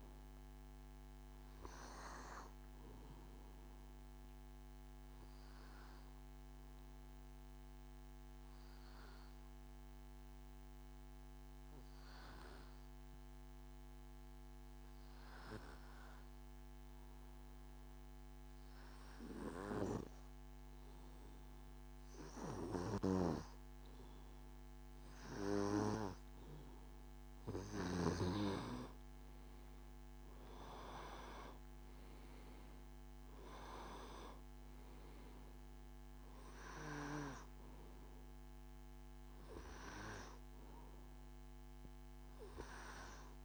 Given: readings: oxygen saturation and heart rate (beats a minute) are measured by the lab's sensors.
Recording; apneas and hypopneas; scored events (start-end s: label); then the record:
breathing in sleep by a microphone on the trachea; 1
0.00-15.50 s: oxygen desaturation (device-marked, oxygen 91% lowest, heart rate 67 extreme)
5.50-24.50 s: obstructive apnea (oxygen 97% before, 91% lowest, heart rate 74 before, 68 extreme, up 3 after)
25.50-43.44 s: oxygen desaturation (device-marked, oxygen 99% before, 91% lowest, heart rate 69 before, 68 extreme)
29.00-34.00 s: arousal
From the record:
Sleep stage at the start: N2 (light sleep); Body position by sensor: on the back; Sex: male